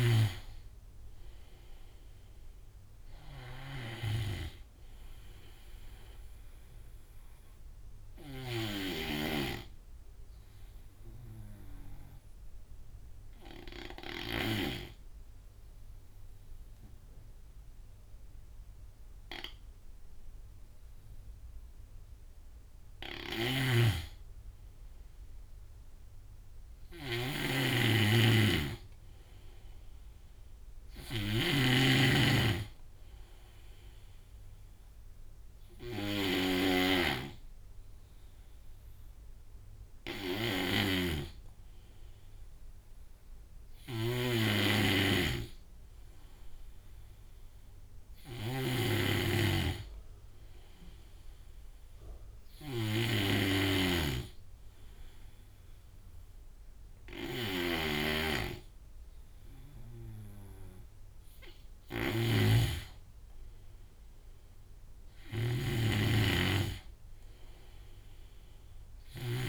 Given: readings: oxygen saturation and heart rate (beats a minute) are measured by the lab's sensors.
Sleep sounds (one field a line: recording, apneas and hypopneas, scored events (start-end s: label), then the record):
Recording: breathing in sleep by a room microphone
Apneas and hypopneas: 1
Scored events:
0.00-14.00 s: snoring (device-marked)
0.00-18.50 s: oxygen desaturation (device-marked, oxygen 92% lowest)
7.00-22.00 s: hypopnea (oxygen 97% before, 91% lowest)
9.50-69.49 s: new sleep stage, N2 (light sleep)
22.50-69.49 s: snoring (device-marked)
25.00-28.50 s: arousal
28.50-46.50 s: oxygen desaturation (device-marked, oxygen 97% before, 91% lowest)
From the record:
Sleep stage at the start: REM sleep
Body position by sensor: on the right side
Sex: male